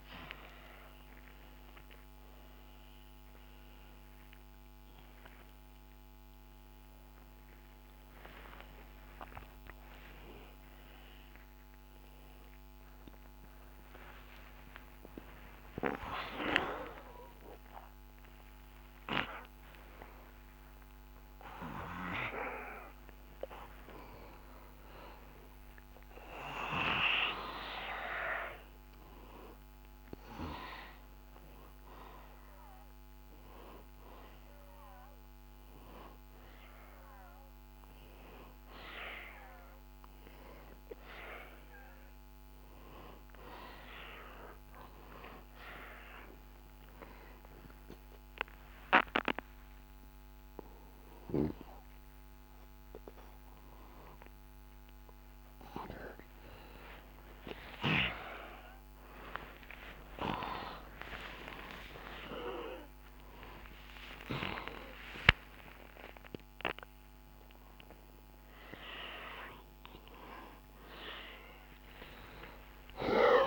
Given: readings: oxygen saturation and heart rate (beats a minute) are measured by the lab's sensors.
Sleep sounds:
a person awake in a sleep study, by a microphone on the trachea; none
none scored
From the record:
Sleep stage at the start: awake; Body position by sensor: on the back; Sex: male

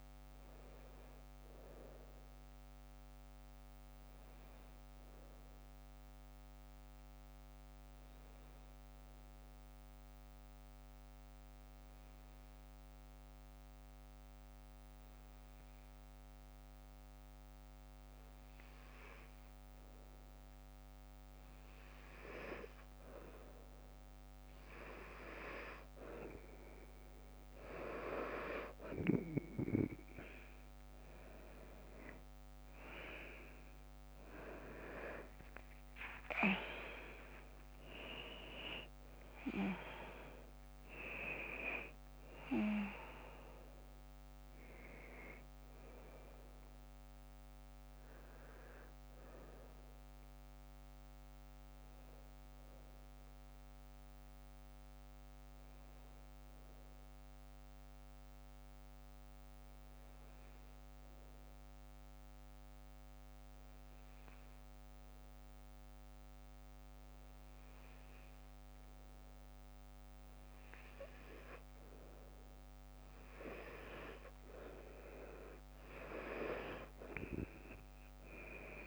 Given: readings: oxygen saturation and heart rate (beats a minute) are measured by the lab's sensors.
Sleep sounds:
breathing in sleep by a microphone on the trachea; 2
0.00-9.50 s: oxygen desaturation (device-marked, oxygen 91% lowest, heart rate 53 extreme)
7.50-19.00 s: obstructive apnea (oxygen 98% before, 91% lowest, heart rate 60 before, 55 extreme, up 8 after)
15.50-78.86 s: new sleep stage, N2 (light sleep)
21.00-24.50 s: arousal
26.50-56.50 s: oxygen desaturation (device-marked, oxygen 97% before, 91% lowest, heart rate 58 before, 54 extreme)
49.00-52.50 s: arousal
54.00-71.00 s: hypopnea (oxygen 96% before, 91% lowest, heart rate 65 before, 54 extreme, up 7 after)
71.50-78.86 s: oxygen desaturation (device-marked, oxygen 98% before, 91% lowest, heart rate 57 before, 55 extreme)
From the record:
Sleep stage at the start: N1 (lightest sleep); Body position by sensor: on the right side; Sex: female

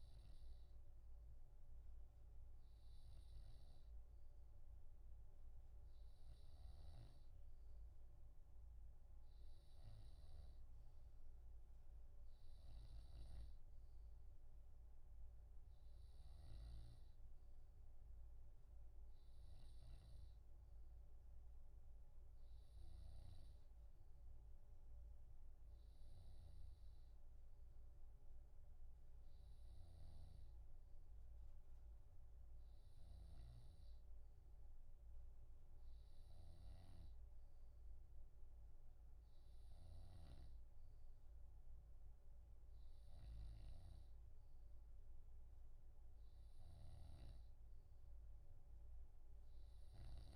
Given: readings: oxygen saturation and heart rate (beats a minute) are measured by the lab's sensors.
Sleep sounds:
breathing in sleep, hard to hear, by a room microphone; none
3.50-50.36 s: snoring (device-marked)
From the record:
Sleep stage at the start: N2 (light sleep); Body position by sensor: on the left side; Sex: male

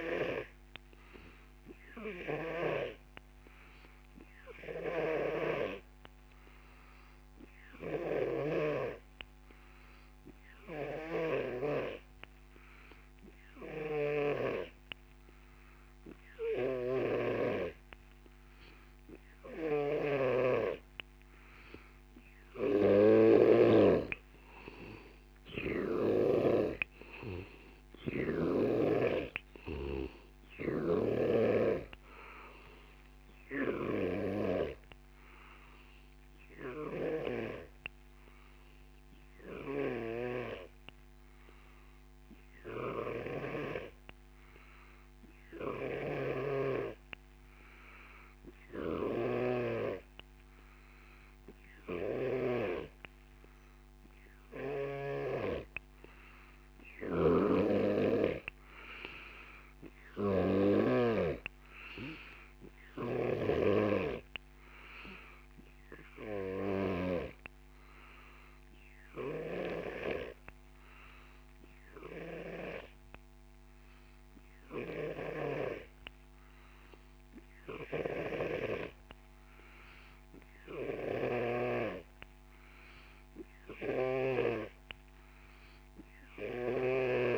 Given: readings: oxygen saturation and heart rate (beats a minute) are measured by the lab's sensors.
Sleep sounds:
breathing in sleep by a microphone on the trachea; none
0.00-8.50 s: snoring (device-marked)
10.50-29.00 s: snoring (device-marked)
39.50-43.50 s: snoring (device-marked)
45.50-52.50 s: snoring (device-marked)
57.00-61.00 s: snoring (device-marked)
63.00-75.50 s: snoring (device-marked)
77.50-87.00 s: snoring (device-marked)
From the record:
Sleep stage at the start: N2 (light sleep); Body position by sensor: on the back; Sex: male

